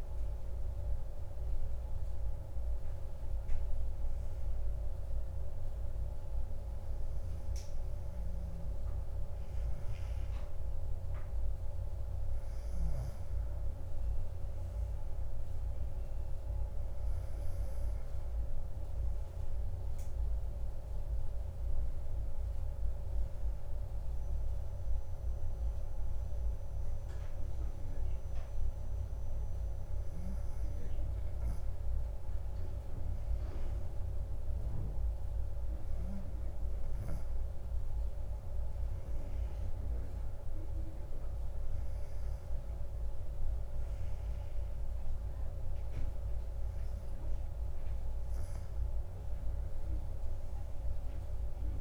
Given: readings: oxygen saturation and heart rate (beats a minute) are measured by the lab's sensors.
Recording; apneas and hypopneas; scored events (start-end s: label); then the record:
breathing in sleep, hard to hear, by a room microphone; none
0.00-4.00 s: arousal
From the record:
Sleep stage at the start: N1 (lightest sleep); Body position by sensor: on the right side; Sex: male